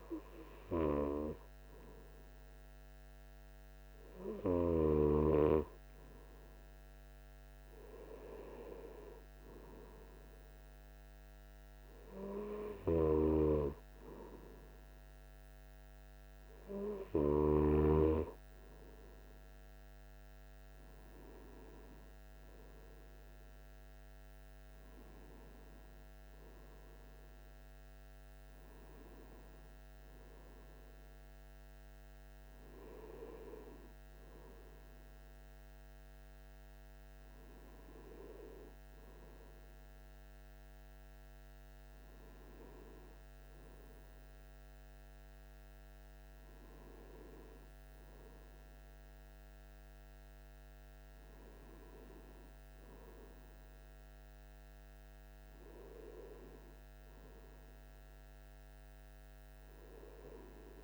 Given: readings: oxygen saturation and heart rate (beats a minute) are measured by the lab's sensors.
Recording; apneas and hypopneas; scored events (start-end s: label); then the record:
breathing in sleep by a microphone on the trachea; none
25.50-30.50 s: arousal
From the record:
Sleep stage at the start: N2 (light sleep); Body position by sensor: on the right side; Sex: male